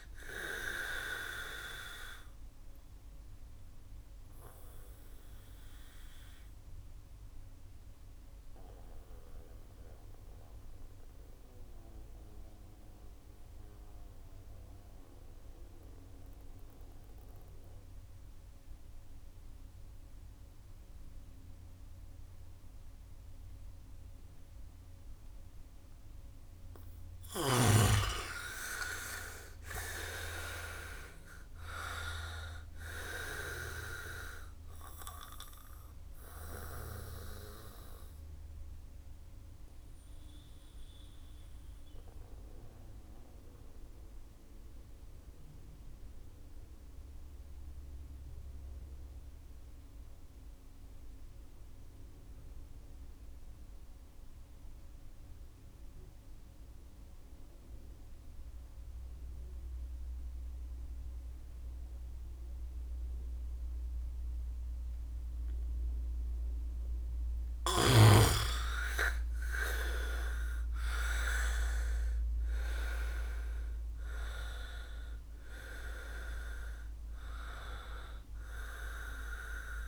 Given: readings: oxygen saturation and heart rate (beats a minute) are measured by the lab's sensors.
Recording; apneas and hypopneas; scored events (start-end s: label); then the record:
breathing in sleep by a room microphone; 2
0.00-20.00 s: oxygen desaturation (device-marked, oxygen 84% lowest, heart rate 58 extreme)
4.50-27.00 s: mixed apnea (oxygen 98% before, 81% lowest, heart rate 70 before, 58 extreme, up 0 after)
26.00-29.00 s: bradycardia (device-marked, heart rate 66 before, 64 extreme)
28.00-30.00 s: long interval between heartbeats (device-marked, heart rate 66 before, 58 extreme)
28.00-57.00 s: oxygen desaturation (device-marked, oxygen 97% before, 81% lowest, heart rate 66 before, 60 extreme)
28.50-32.50 s: arousal
36.50-66.50 s: mixed apnea (oxygen 97% before, 77% lowest, heart rate 65 before, 60 extreme, up 7 after)
62.00-79.87 s: oxygen desaturation (device-marked, oxygen 98% before, 77% lowest, heart rate 65 before, 62 extreme)
68.50-72.50 s: arousal
From the record:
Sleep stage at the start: N2 (light sleep); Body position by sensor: on the back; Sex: male